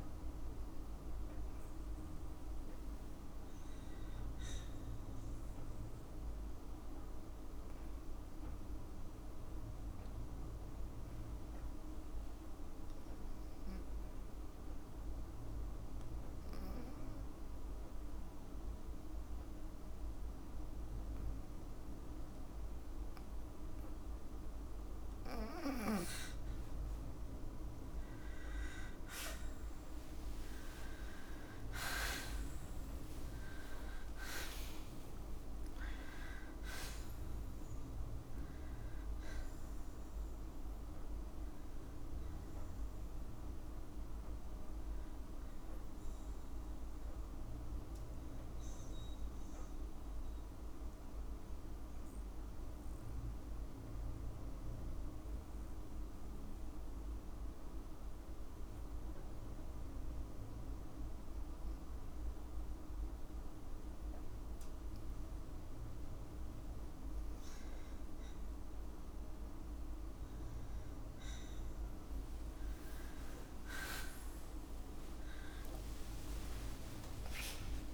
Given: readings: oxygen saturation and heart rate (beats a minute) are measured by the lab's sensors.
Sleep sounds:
breathing in sleep, hard to hear, by a room microphone; 2
0.00-15.00 s: oxygen desaturation (device-marked, oxygen 97% before, 93% lowest, heart rate 57 before, 55 extreme)
10.50-24.50 s: obstructive apnea (oxygen 97% before, 91% lowest, heart rate 56 before, 55 extreme, up 15 after)
30.00-34.50 s: arousal
35.00-37.00 s: long interval between heartbeats (device-marked, heart rate 61 before, 73 extreme)
49.50-66.00 s: obstructive apnea (oxygen 98% before, 91% lowest, heart rate 67 before, 53 extreme, up 4 after)
62.00-74.00 s: oxygen desaturation (device-marked, oxygen 96% before, 91% lowest, heart rate 55 before, 54 extreme)
72.00-76.50 s: arousal
75.00-77.94 s: tachycardia (device-marked, heart rate 57 before, 123 extreme)
76.00-77.94 s: long interval between heartbeats (device-marked, heart rate 55 before, 95 extreme)
From the record:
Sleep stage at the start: N2 (light sleep); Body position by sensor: on the right side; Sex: female

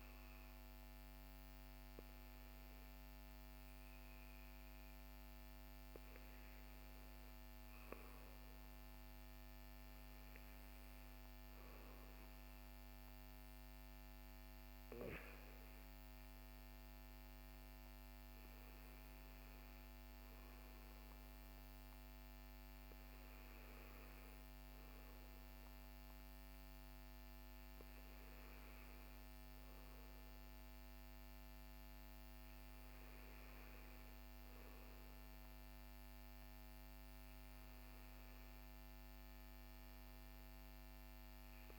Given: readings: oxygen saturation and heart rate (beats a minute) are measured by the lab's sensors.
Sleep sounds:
breathing in sleep, hard to hear, by a microphone on the trachea; none
0.00-3.50 s: arousal
From the record:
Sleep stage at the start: REM sleep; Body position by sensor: on the back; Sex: male

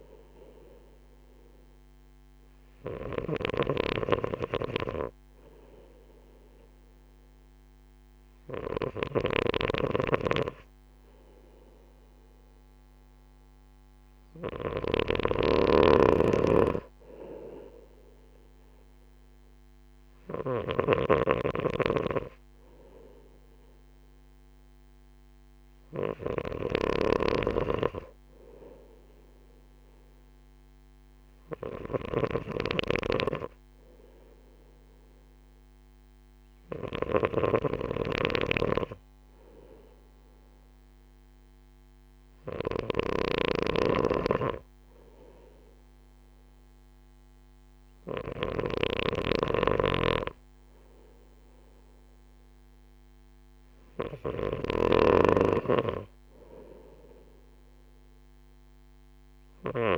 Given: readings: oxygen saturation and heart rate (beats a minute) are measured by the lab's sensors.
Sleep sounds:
breathing in sleep by a microphone on the trachea; none
0.00-3.50 s: snoring (device-marked)
9.50-59.98 s: snoring (device-marked)
From the record:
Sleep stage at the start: N2 (light sleep); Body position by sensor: on the right side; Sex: male

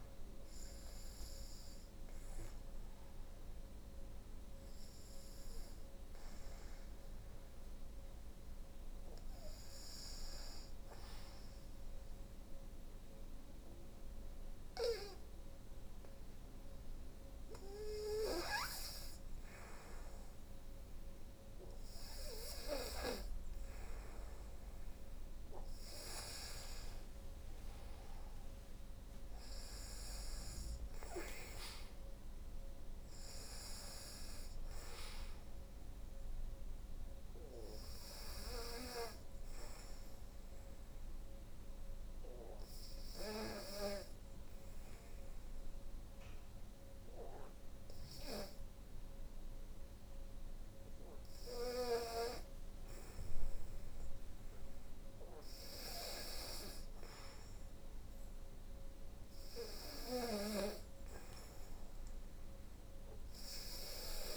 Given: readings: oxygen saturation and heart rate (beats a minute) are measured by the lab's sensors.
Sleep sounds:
a person partly awake in a sleep study, by a room microphone; 2
0.50-64.37 s: new sleep stage, N2 (light sleep)
11.00-24.00 s: hypopnea (oxygen 91% before, 86% lowest, heart rate 77 before, 58 extreme, up 10 after)
24.50-56.50 s: oxygen desaturation (device-marked, oxygen 93% before, 87% lowest, heart rate 62 before, 62 extreme)
27.00-30.50 s: arousal
40.50-54.50 s: hypopnea (oxygen 93% before, 86% lowest, heart rate 63 before, 63 extreme, up 1 after)
57.50-62.00 s: arousal
From the record:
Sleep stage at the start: awake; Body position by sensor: on the back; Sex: female

